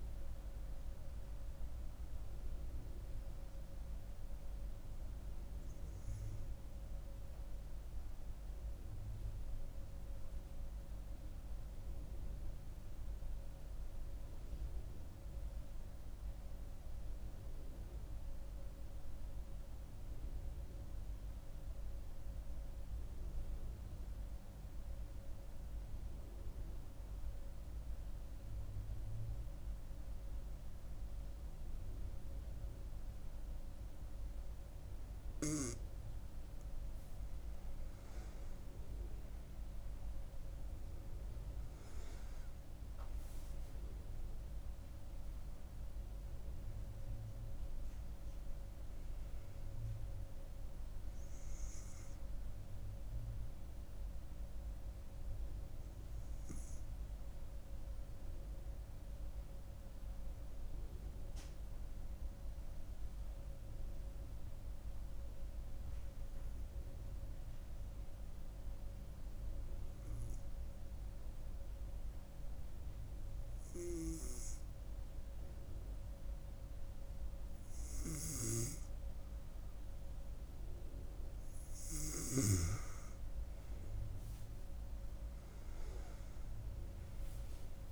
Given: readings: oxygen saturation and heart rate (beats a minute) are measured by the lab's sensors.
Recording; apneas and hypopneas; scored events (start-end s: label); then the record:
breathing in sleep, hard to hear, by a room microphone; 2
0.00-13.00 s: oxygen desaturation (device-marked, oxygen 91% lowest, heart rate 67 extreme)
8.50-35.00 s: mixed apnea (oxygen 97% before, 90% lowest, heart rate 77 before, 67 extreme, up 7 after)
32.00-61.00 s: oxygen desaturation (device-marked, oxygen 97% before, 90% lowest, heart rate 70 before, 66 extreme)
39.50-44.00 s: arousal
56.50-78.50 s: hypopnea (oxygen 96% before, 90% lowest, heart rate 76 before, 66 extreme, up 4 after)
80.00-85.00 s: arousal
80.00-87.92 s: oxygen desaturation (device-marked, oxygen 97% before, 91% lowest, heart rate 68 before, 65 extreme)
From the record:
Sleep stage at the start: N2 (light sleep); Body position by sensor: on the right side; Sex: female